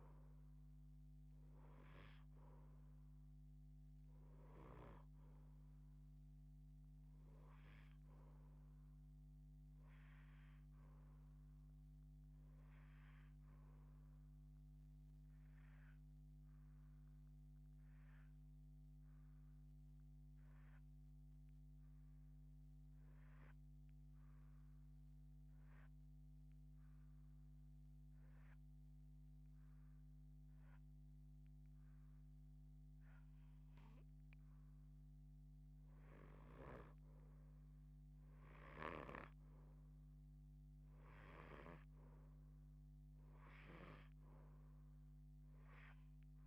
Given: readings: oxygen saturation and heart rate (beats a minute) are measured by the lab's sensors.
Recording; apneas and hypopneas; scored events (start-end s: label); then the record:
breathing in sleep by a microphone on the trachea; 1
14.50-33.50 s: hypopnea (oxygen 90% before, 83% lowest, heart rate 83 before, 40 extreme, up 1 after)
32.50-46.47 s: oxygen desaturation (device-marked, oxygen 90% before, 84% lowest, heart rate 143 before, 40 extreme)
36.50-40.50 s: arousal
From the record:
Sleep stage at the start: REM sleep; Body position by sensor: on the left side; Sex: female